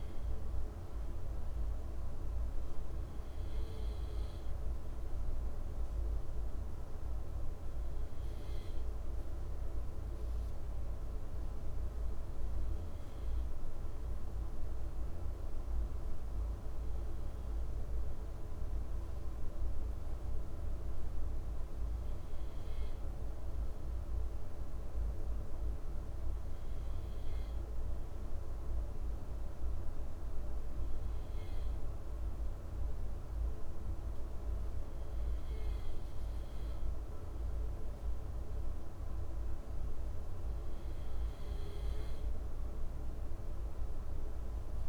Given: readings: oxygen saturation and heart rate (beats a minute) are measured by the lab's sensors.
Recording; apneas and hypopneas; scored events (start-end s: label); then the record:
breathing in sleep, hard to hear, by a room microphone; none
none scored
From the record:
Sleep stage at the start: N2 (light sleep); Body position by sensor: on the left side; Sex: male